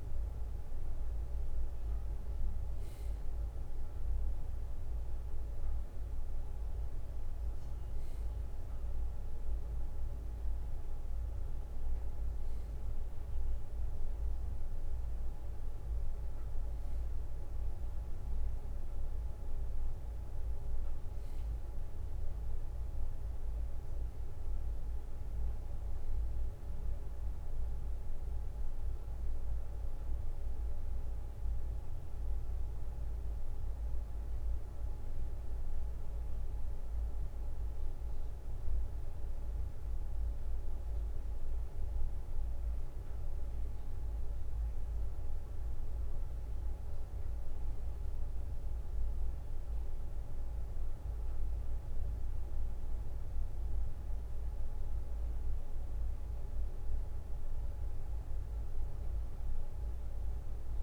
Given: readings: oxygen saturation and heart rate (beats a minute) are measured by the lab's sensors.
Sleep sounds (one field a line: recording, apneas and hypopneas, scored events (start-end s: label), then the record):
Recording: a person awake in a sleep study, hard to hear, by a room microphone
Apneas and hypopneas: none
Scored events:
none scored
From the record:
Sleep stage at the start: awake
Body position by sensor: on the right side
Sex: male